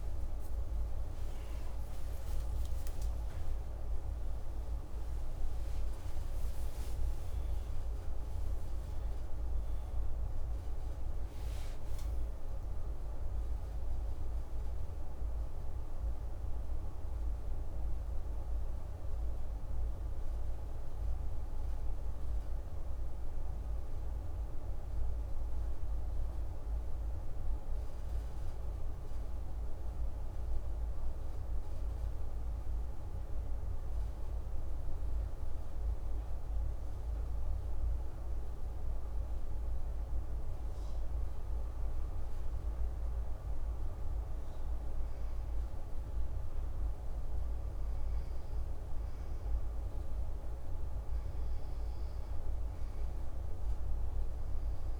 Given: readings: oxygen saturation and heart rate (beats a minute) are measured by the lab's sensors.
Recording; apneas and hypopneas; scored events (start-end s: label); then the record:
breathing in sleep, hard to hear, by a room microphone; 1
0.00-1.50 s: arousal
0.00-8.00 s: oxygen desaturation (device-marked, oxygen 93% lowest, heart rate 125 extreme)
6.00-36.00 s: new sleep stage, N1 (lightest sleep)
33.00-44.00 s: hypopnea (oxygen 98% before, 94% lowest, heart rate 145 before, 33 extreme)
36.00-55.00 s: new sleep stage, N2 (light sleep)
45.50-50.00 s: arousal
From the record:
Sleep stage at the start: N2 (light sleep); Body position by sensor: on the back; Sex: male